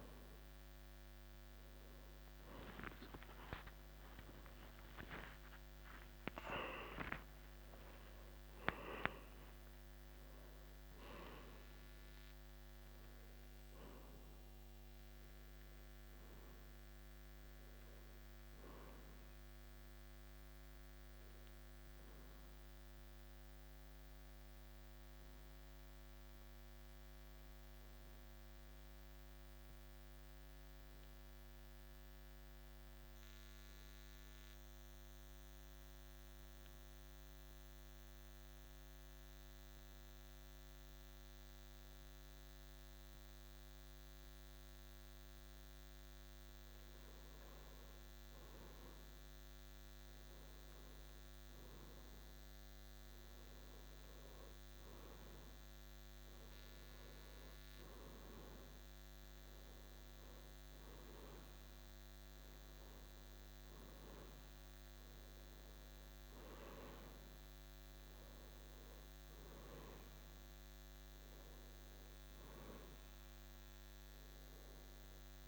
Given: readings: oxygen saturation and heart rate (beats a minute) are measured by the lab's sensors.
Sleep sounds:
a person partly awake in a sleep study, by a microphone on the trachea; 1
0.00-25.00 s: oxygen desaturation (device-marked, oxygen 93% before, 90% lowest, heart rate 81 before, 53 extreme)
13.00-75.48 s: new sleep stage, N2 (light sleep)
22.00-45.00 s: hypopnea (oxygen 95% before, 91% lowest, heart rate 65 before, 53 extreme, up 1 after)
47.00-51.50 s: arousal
50.00-75.48 s: oxygen desaturation (device-marked, oxygen 98% before, 91% lowest, heart rate 54 before, 50 extreme)
From the record:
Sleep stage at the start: awake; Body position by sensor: on the back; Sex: male

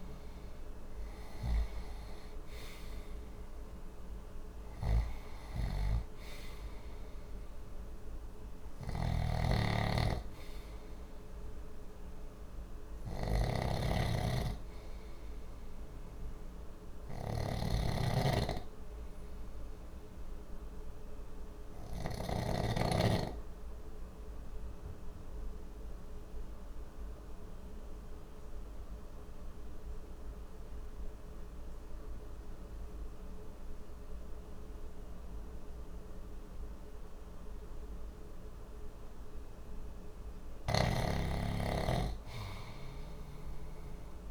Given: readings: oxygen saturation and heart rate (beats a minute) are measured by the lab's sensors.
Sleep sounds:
breathing in sleep by a room microphone; 1
0.00-3.00 s: arousal
8.00-22.00 s: snoring (device-marked)
20.50-39.50 s: obstructive apnea (oxygen 94% before, 90% lowest, heart rate 61 before, 59 extreme, up 1 after)
40.00-44.31 s: snoring (device-marked)
41.50-44.31 s: oxygen desaturation (device-marked, oxygen 97% before, 90% lowest, heart rate 61 before, 59 extreme)
43.00-44.31 s: arousal
From the record:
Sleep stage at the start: N2 (light sleep); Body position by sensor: on the left side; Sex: male

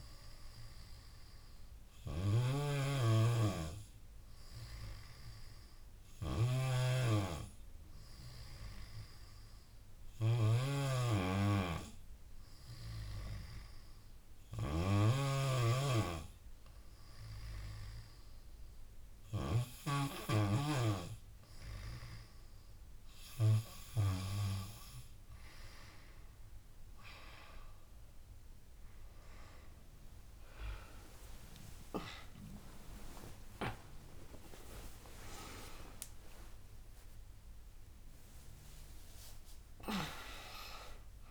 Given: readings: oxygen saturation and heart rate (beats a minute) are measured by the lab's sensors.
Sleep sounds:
a person partly awake in a sleep study, by a room microphone; none
0.00-19.50 s: snoring (device-marked)
26.00-37.00 s: drop in pulse transit time (device-marked)
28.00-41.31 s: tachycardia (device-marked)
30.00-41.31 s: new sleep stage, awake
31.50-33.50 s: long interval between heartbeats (device-marked)
33.50-35.50 s: long interval between heartbeats (device-marked)
36.00-38.00 s: long interval between heartbeats (device-marked, heart rate 50 before, 182 extreme)
39.00-41.00 s: long interval between heartbeats (device-marked, heart rate 77 before, 155 extreme)
From the record:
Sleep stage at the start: N2 (light sleep); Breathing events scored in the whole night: 289 in 4.2 hours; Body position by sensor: on the back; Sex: female

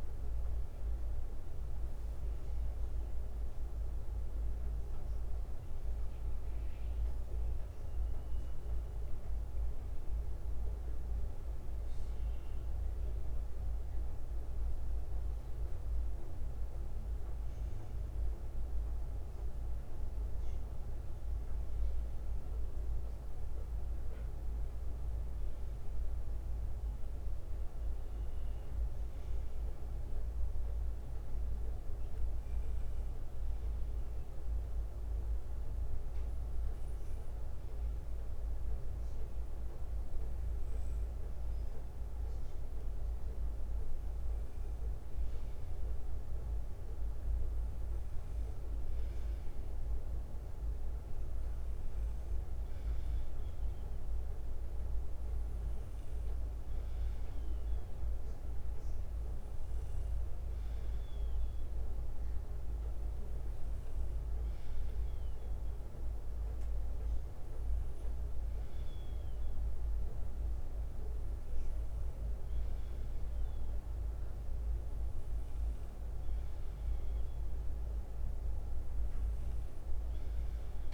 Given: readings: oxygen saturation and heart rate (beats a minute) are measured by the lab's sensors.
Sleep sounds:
breathing in sleep, hard to hear, by a room microphone; none
9.50-11.50 s: bradycardia (device-marked, heart rate 63 before, 65 extreme)
12.50-14.50 s: bradycardia (device-marked, heart rate 63 before, 59 extreme)
49.50-52.50 s: bradycardia (device-marked, heart rate 63 before, 57 extreme)
61.50-80.94 s: bradycardia (device-marked, heart rate 63 before, 45 extreme)
From the record:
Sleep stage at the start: N2 (light sleep); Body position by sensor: on the left side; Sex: male

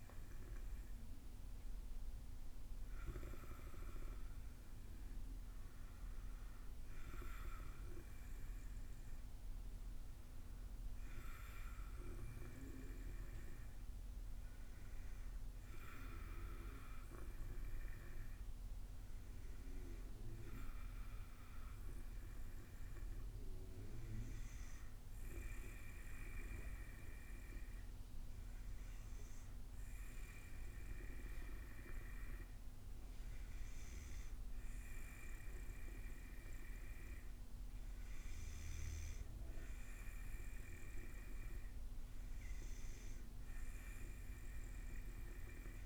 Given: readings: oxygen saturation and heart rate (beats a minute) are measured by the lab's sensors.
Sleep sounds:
breathing in sleep by a room microphone; none
none scored
From the record:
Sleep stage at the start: N2 (light sleep); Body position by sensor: on the back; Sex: female

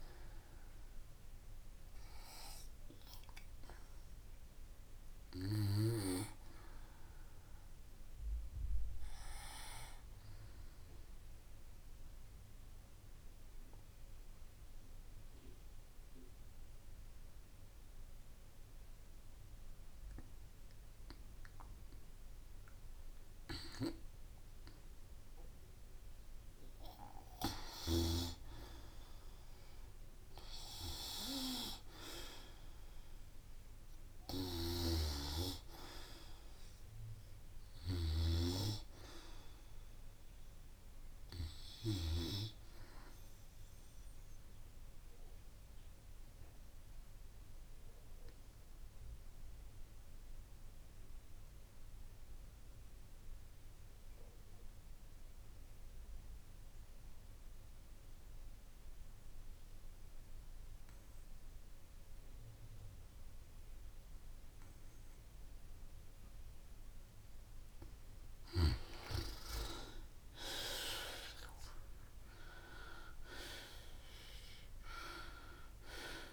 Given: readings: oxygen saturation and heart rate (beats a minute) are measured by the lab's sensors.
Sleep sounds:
breathing in sleep by a room microphone; 2
0.00-16.00 s: oxygen desaturation (device-marked, oxygen 90% lowest, heart rate 52 extreme)
10.50-24.00 s: obstructive apnea (oxygen 97% before, 91% lowest, heart rate 52 before, 52 extreme, up 20 after)
24.00-35.00 s: oxygen desaturation (device-marked, oxygen 95% before, 91% lowest, heart rate 54 before, 44 extreme)
26.00-28.50 s: arousal
34.50-38.50 s: snoring (device-marked)
43.50-66.50 s: obstructive apnea (oxygen 95% before, 89% lowest)
68.00-74.00 s: oxygen desaturation (device-marked, oxygen 97% before, 92% lowest, heart rate 30 before, 29 extreme)
69.50-73.00 s: arousal
From the record:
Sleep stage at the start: N2 (light sleep); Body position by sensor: on the back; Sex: female

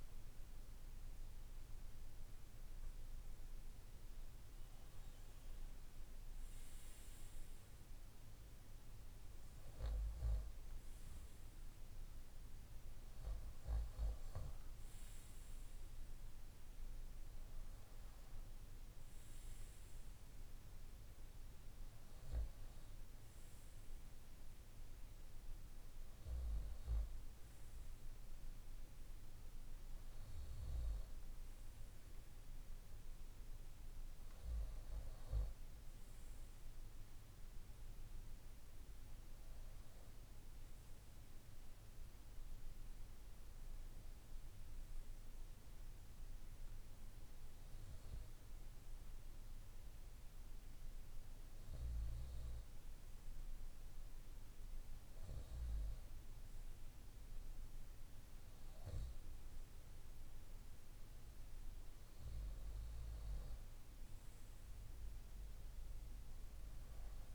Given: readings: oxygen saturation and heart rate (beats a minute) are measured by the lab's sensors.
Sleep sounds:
a person partly awake in a sleep study, hard to hear, by a room microphone; none
4.00-34.00 s: new sleep stage, N1 (lightest sleep)
34.00-67.35 s: new sleep stage, N2 (light sleep)
64.50-67.35 s: arousal
From the record:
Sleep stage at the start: awake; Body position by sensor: on the right side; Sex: male

